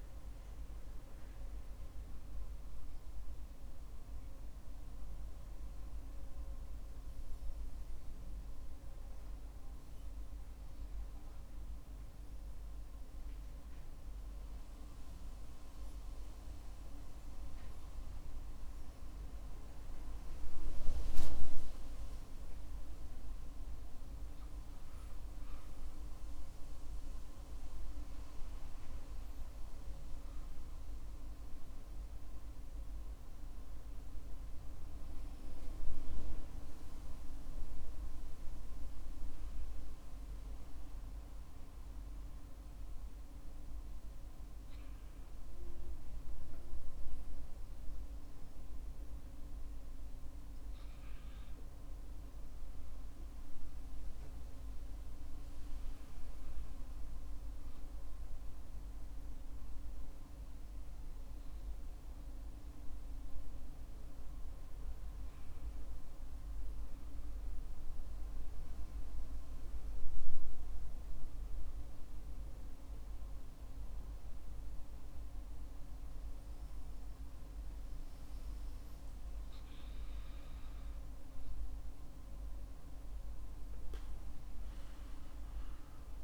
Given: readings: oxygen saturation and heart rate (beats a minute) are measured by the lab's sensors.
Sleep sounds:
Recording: breathing in sleep, hard to hear, by a room microphone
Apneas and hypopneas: 1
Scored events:
13.00-23.50 s: central apnea (oxygen 97% before, 93% lowest, heart rate 61 before, 51 extreme, up 11 after)
25.50-29.50 s: arousal
From the record:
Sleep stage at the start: N2 (light sleep)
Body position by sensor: on the back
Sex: male

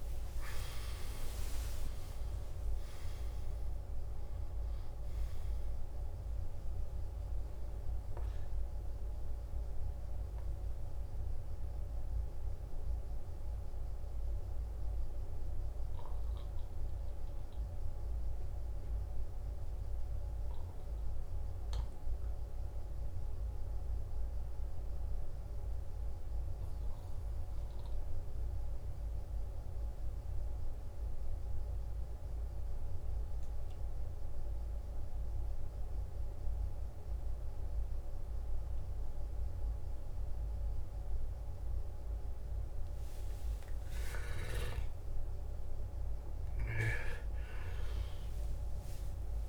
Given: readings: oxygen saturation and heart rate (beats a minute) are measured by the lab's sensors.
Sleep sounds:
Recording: breathing in sleep, hard to hear, by a room microphone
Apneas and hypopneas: 1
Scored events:
0.00-21.50 s: oxygen desaturation (device-marked, oxygen 86% lowest, heart rate 55 extreme)
11.50-43.00 s: obstructive apnea (oxygen 96% before, 87% lowest, heart rate 69 before, 55 extreme, up 16 after)
38.50-49.49 s: new sleep stage, N1 (lightest sleep)
40.50-49.49 s: oxygen desaturation (device-marked, oxygen 97% before, 87% lowest, heart rate 57 before, 53 extreme)
44.50-49.00 s: arousal
From the record:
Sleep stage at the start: N2 (light sleep)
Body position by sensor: on the back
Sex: male

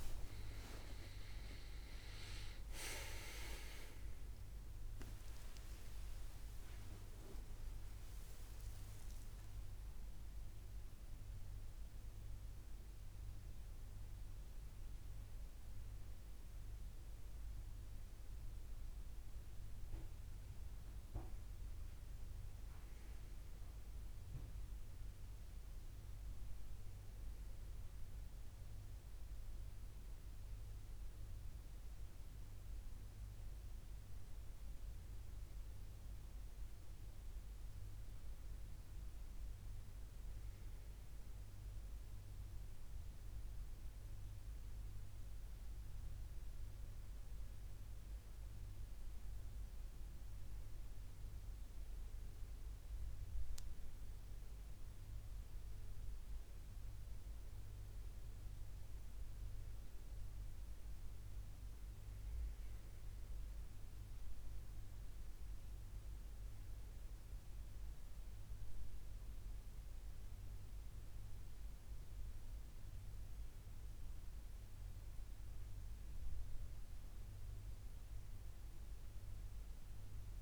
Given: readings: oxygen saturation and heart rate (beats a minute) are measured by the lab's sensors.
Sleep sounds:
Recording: breathing in sleep by a room microphone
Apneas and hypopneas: none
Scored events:
0.00-2.50 s: arousal
64.00-80.00 s: oxygen desaturation (device-marked, oxygen 96% before, 93% lowest, heart rate 78 before, 79 extreme)
From the record:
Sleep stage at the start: N2 (light sleep)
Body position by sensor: on the left side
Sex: male

